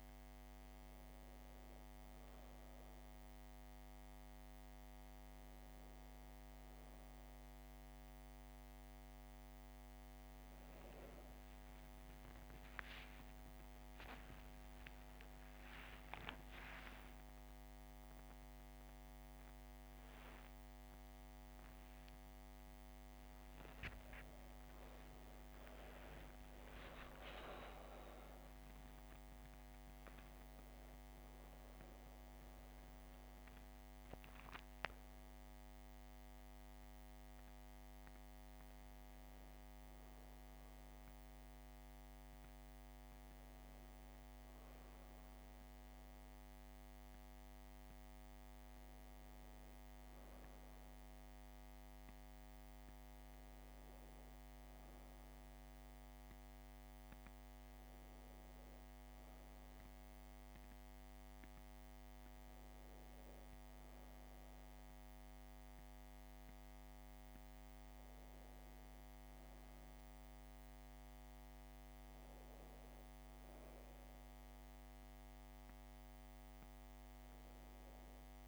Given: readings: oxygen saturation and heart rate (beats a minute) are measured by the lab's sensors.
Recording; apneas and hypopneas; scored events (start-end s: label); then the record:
a person awake in a sleep study, hard to hear, by a microphone on the trachea; none
26.50-78.48 s: new sleep stage, awake
From the record:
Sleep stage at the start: N1 (lightest sleep); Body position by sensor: on the back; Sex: female